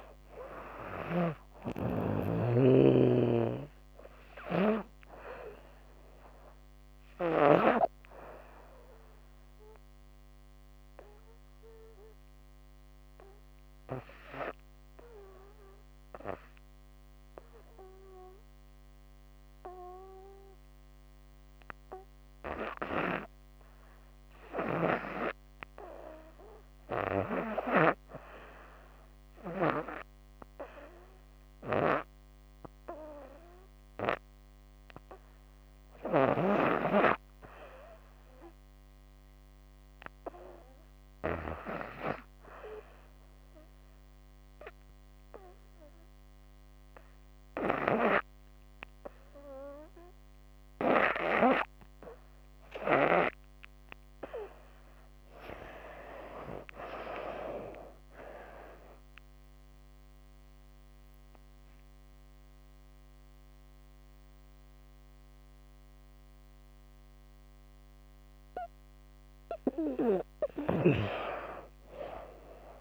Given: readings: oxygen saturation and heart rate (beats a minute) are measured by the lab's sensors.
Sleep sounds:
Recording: breathing in sleep by a microphone on the trachea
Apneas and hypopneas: 2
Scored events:
0.00-7.00 s: snoring (device-marked)
6.50-23.00 s: obstructive apnea (oxygen 98% before, 87% lowest, heart rate 86 before, 63 extreme, up 2 after)
23.50-27.00 s: snoring (device-marked)
25.00-30.00 s: arousal
41.00-53.50 s: obstructive apnea (oxygen 99% before, 87% lowest, heart rate 66 before, 63 extreme, up 21 after)
47.00-52.50 s: snoring (device-marked)
52.50-72.81 s: oxygen desaturation (device-marked, oxygen 98% before, 87% lowest, heart rate 68 before, 70 extreme)
55.50-58.50 s: arousal
70.00-72.81 s: snoring (device-marked)
From the record:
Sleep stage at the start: REM sleep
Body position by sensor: on the back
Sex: female

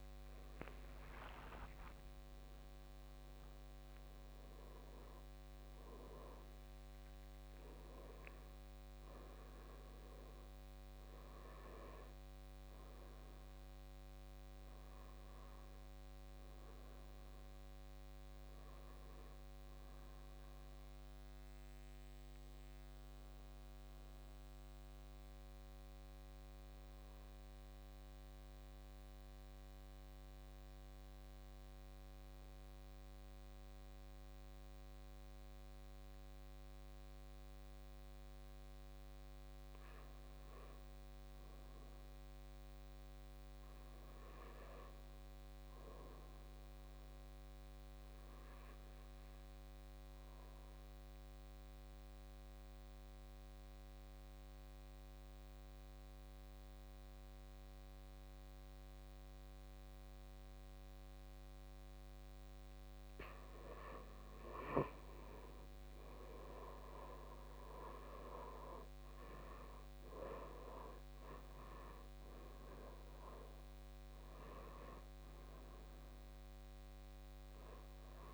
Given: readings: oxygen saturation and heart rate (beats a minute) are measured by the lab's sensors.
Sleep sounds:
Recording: breathing in sleep by a microphone on the trachea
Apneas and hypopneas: 2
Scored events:
0.00-14.50 s: oxygen desaturation (device-marked, oxygen 85% lowest, heart rate 46 extreme)
0.50-30.50 s: new sleep stage, N1 (lightest sleep)
1.00-5.50 s: arousal
29.00-40.50 s: obstructive apnea (oxygen 97% before, 90% lowest, heart rate 57 before, 48 extreme, up 10 after)
30.50-78.34 s: new sleep stage, N2 (light sleep)
43.00-46.50 s: arousal
51.50-63.50 s: obstructive apnea (oxygen 98% before, 90% lowest, heart rate 53 before, 52 extreme, up 13 after)
57.50-68.50 s: oxygen desaturation (device-marked, oxygen 97% before, 92% lowest, heart rate 54 before, 53 extreme)
68.00-72.00 s: arousal
From the record:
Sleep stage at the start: N2 (light sleep)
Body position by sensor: on the back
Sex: male

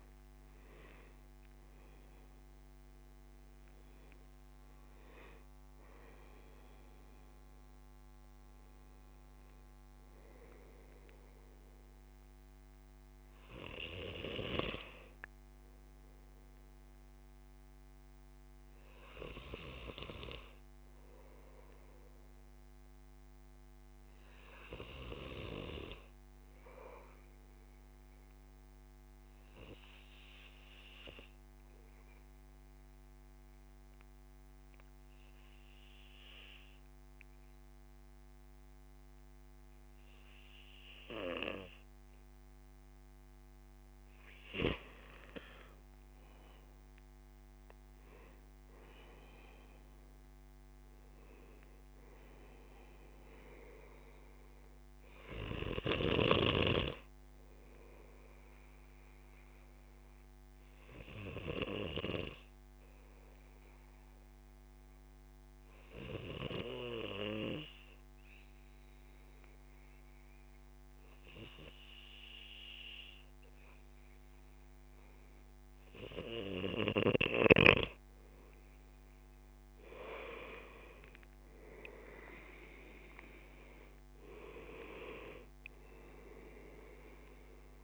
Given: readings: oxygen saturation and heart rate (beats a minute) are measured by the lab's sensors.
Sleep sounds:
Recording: breathing in sleep by a microphone on the trachea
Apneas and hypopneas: 2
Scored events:
20.50-41.50 s: obstructive apnea (oxygen 98% before, 94% lowest, heart rate 78 before, 69 extreme, up 9 after)
43.50-47.50 s: arousal
45.00-67.00 s: oxygen desaturation (device-marked, oxygen 97% before, 94% lowest, heart rate 75 before, 69 extreme)
59.00-76.00 s: obstructive apnea (oxygen 98% before, 94% lowest, heart rate 75 before, 71 extreme, up 8 after)
77.50-81.50 s: arousal
From the record:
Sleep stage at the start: N2 (light sleep)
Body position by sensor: on the back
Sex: male

